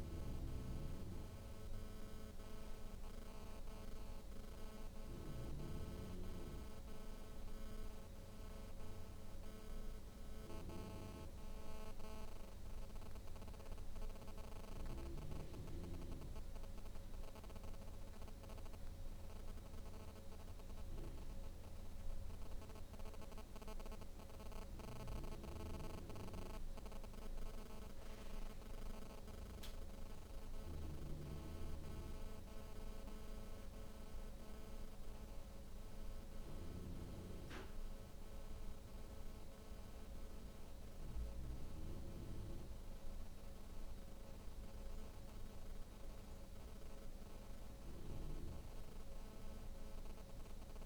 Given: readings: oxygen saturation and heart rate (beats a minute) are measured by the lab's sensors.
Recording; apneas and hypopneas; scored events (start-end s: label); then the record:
breathing in sleep by a room microphone; none
none scored
From the record:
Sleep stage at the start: N2 (light sleep); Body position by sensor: on the back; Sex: female